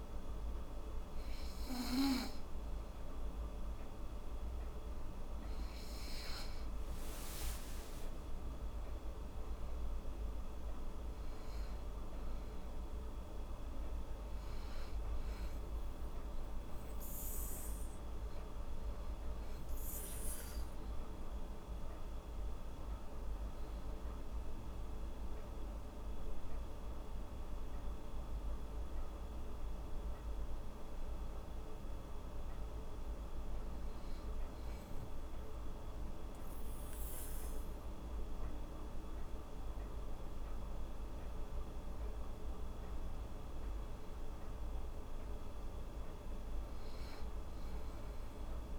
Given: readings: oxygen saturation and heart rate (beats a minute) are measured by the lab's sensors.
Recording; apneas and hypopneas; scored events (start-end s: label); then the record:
breathing in sleep, hard to hear, by a room microphone; none
0.00-8.00 s: oxygen desaturation (device-marked, oxygen 91% lowest, heart rate 76 extreme)
From the record:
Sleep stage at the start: N2 (light sleep); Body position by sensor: on the back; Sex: female